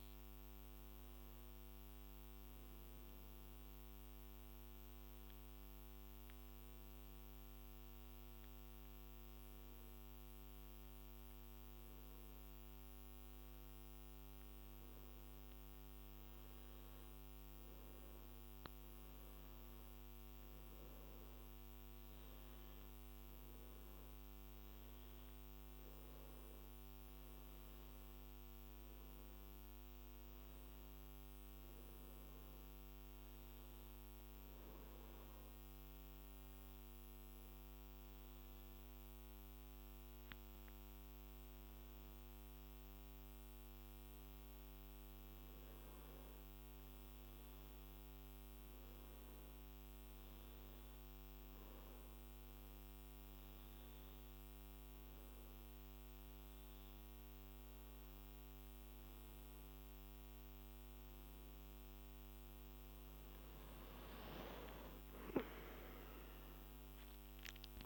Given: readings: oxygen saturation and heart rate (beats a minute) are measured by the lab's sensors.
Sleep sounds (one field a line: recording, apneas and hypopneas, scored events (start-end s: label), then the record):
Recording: breathing in sleep, hard to hear, by a microphone on the trachea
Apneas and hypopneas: 2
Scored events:
4.50-15.00 s: hypopnea (oxygen 98% before, 95% lowest, heart rate 59 before, 53 extreme, up 5 after)
15.50-19.50 s: arousal
33.50-43.50 s: hypopnea (oxygen 97% before, 95% lowest, heart rate 59 before, 53 extreme, up 8 after)
45.00-48.50 s: arousal
65.50-67.86 s: arousal
From the record:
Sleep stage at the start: N2 (light sleep)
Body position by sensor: on the back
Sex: male